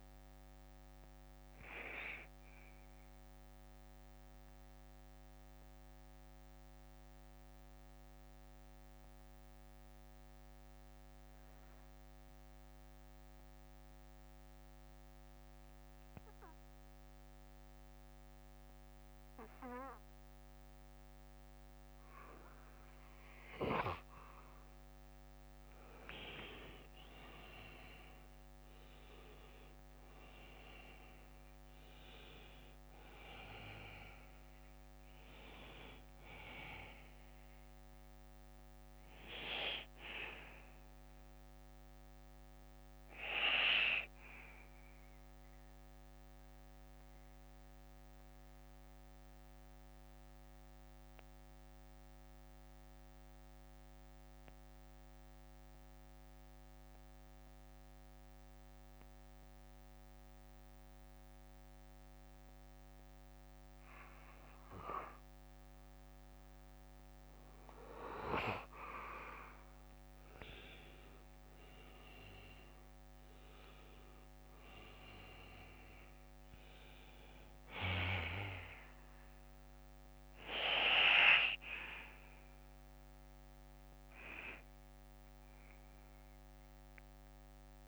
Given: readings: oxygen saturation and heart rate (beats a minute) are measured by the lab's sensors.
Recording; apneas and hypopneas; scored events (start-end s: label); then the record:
breathing in sleep by a microphone on the trachea; 2
2.50-11.50 s: bradycardia (device-marked, heart rate 59 before, 48 extreme)
4.00-22.50 s: central apnea (oxygen 98% before, 90% lowest, heart rate 65 before, 49 extreme, up 6 after)
8.50-18.50 s: oxygen desaturation (device-marked, oxygen 95% before, 90% lowest, heart rate 64 before, 57 extreme)
19.50-22.50 s: bradycardia (device-marked, heart rate 59 before, 64 extreme)
25.50-29.00 s: arousal
36.50-64.50 s: bradycardia (device-marked, heart rate 59 before, 49 extreme)
46.00-67.00 s: mixed apnea (oxygen 97% before, 90% lowest, heart rate 64 before, 49 extreme, up 21 after)
50.50-62.50 s: oxygen desaturation (device-marked, oxygen 95% before, 90% lowest, heart rate 61 before, 49 extreme)
71.00-75.00 s: arousal
81.50-87.88 s: bradycardia (device-marked, heart rate 59 before, 51 extreme)
From the record:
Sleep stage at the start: N2 (light sleep); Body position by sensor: on the back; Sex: male